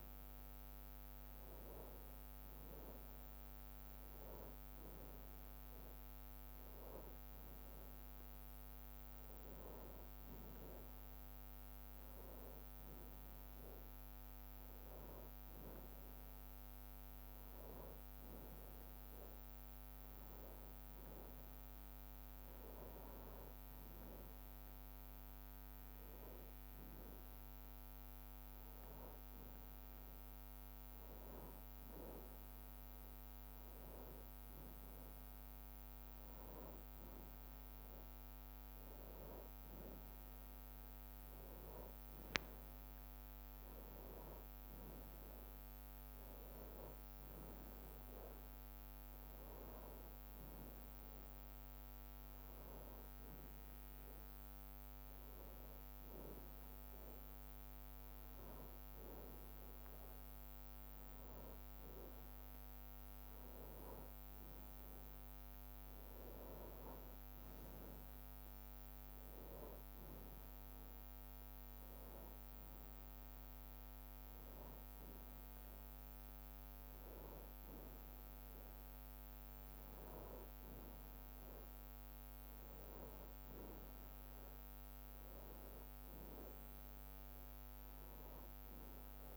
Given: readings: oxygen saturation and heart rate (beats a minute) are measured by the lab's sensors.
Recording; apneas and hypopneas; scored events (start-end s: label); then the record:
breathing in sleep, hard to hear, by a microphone on the trachea; none
15.50-17.50 s: long interval between heartbeats (device-marked, heart rate 62 before, 64 extreme)
From the record:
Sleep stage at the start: N2 (light sleep); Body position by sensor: on the back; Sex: male